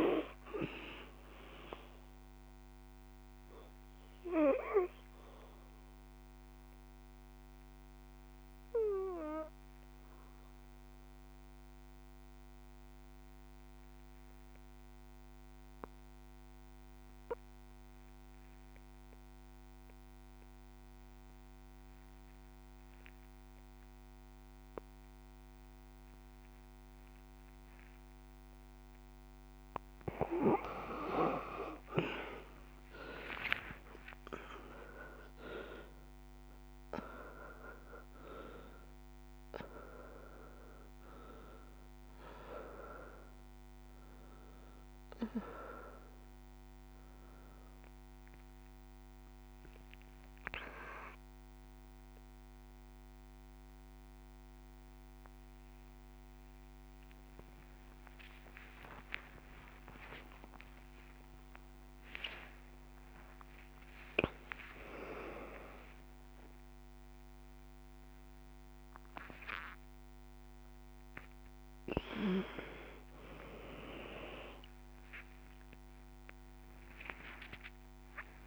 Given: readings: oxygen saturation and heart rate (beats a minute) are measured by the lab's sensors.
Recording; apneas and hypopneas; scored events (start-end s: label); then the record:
a person awake in a sleep study, by a microphone on the trachea; 1
0.00-21.00 s: oxygen desaturation (device-marked, oxygen 81% lowest, heart rate 51 extreme)
2.50-28.00 s: obstructive apnea (oxygen 96% before, 77% lowest, heart rate 81 before, 54 extreme, up 19 after)
29.00-78.47 s: oxygen desaturation (device-marked, oxygen 97% before, 77% lowest, heart rate 58 before, 63 extreme)
32.00-78.47 s: new sleep stage, awake
From the record:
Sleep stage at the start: N2 (light sleep); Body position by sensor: on the back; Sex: female